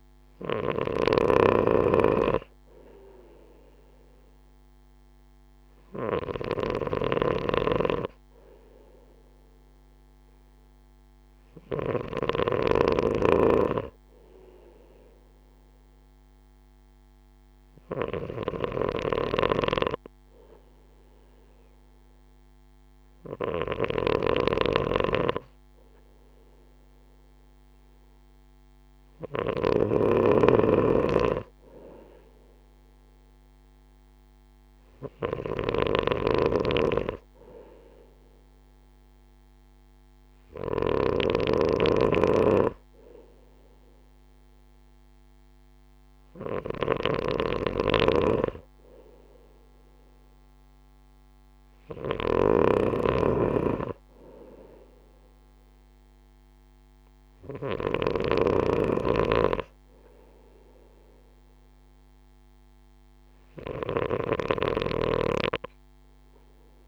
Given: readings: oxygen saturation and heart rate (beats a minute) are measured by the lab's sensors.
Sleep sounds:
breathing in sleep by a microphone on the trachea; none
0.00-12.00 s: snoring (device-marked)
18.00-58.00 s: snoring (device-marked)
64.00-66.88 s: snoring (device-marked)
From the record:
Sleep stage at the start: N2 (light sleep); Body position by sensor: on the right side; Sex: male

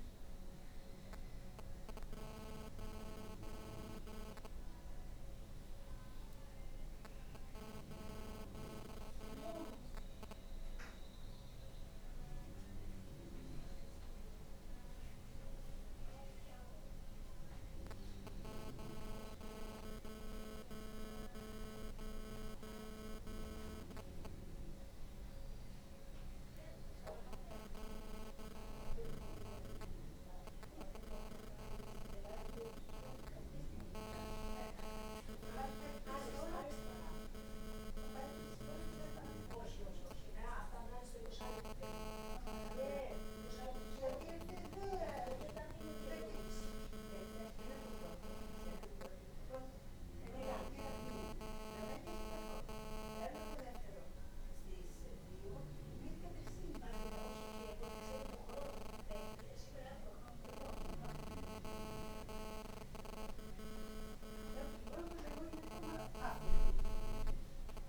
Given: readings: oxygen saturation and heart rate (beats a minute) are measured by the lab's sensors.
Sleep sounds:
breathing in sleep by a room microphone; none
56.50-67.89 s: new sleep stage, N1 (lightest sleep)
From the record:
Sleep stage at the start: N2 (light sleep); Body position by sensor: on the back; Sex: female

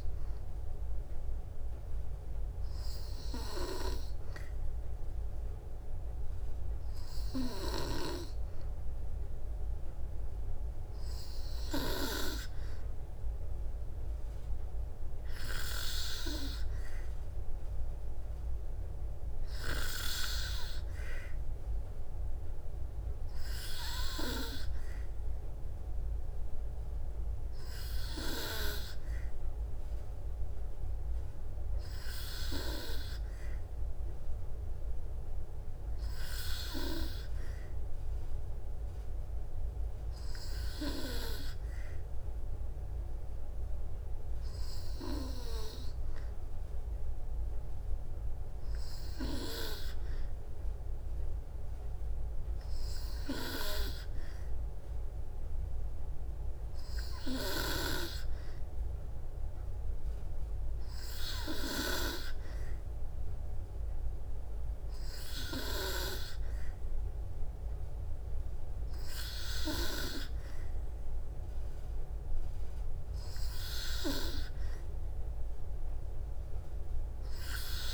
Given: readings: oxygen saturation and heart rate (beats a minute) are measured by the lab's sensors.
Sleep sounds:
breathing in sleep by a room microphone; none
none scored
From the record:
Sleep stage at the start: N2 (light sleep); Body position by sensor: on the back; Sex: female

